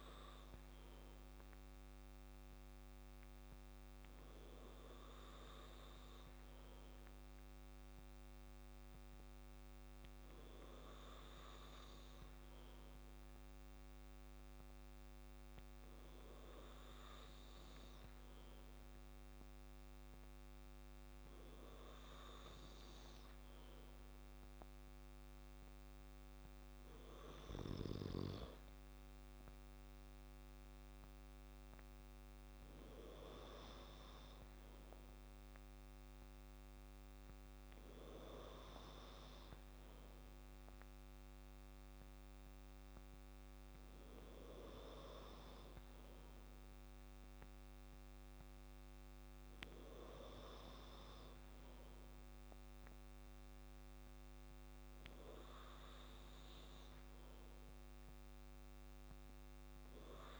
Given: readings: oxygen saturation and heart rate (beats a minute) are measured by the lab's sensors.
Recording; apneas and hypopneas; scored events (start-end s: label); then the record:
breathing in sleep by a microphone on the trachea; none
none scored
From the record:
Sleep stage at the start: N2 (light sleep); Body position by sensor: on the back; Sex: male